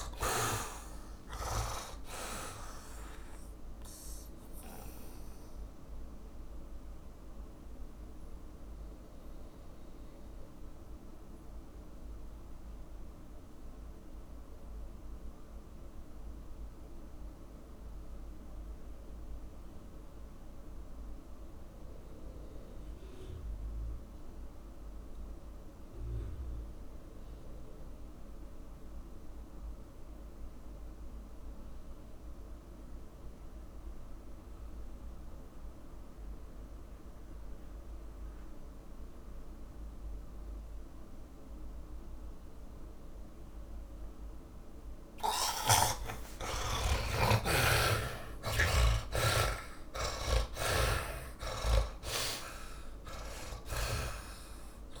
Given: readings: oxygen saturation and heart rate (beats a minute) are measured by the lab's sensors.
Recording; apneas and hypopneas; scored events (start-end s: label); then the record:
breathing in sleep by a room microphone; 1
0.00-1.00 s: snoring (device-marked)
0.00-1.50 s: arousal
0.00-19.50 s: oxygen desaturation (device-marked, oxygen 74% lowest)
6.00-45.00 s: mixed apnea (oxygen 100% before, 71% lowest)
9.50-55.00 s: new sleep stage, REM sleep
30.50-55.00 s: oxygen desaturation (device-marked, oxygen 100% before, 71% lowest)
46.50-52.00 s: arousal
48.00-55.00 s: snoring (device-marked)
From the record:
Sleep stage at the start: N2 (light sleep); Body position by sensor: on the back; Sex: male